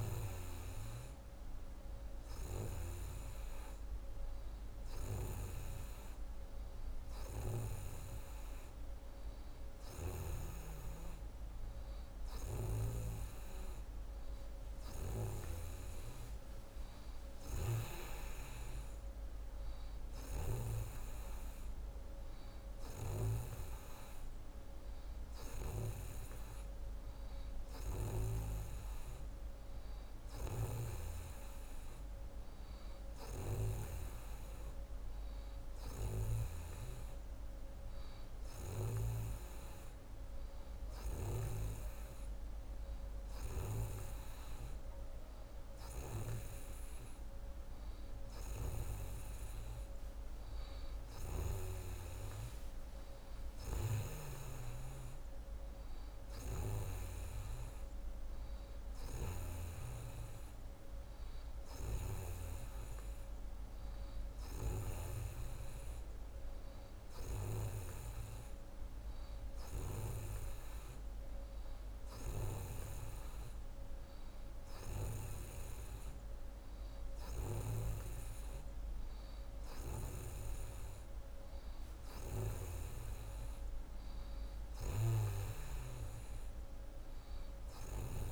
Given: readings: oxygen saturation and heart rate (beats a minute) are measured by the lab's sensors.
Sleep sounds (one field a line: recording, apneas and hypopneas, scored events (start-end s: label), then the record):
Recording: breathing in sleep by a room microphone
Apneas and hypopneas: none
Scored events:
12.00-20.50 s: snoring (device-marked)
30.00-36.00 s: snoring (device-marked)
From the record:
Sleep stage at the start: N2 (light sleep)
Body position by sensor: on the right side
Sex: female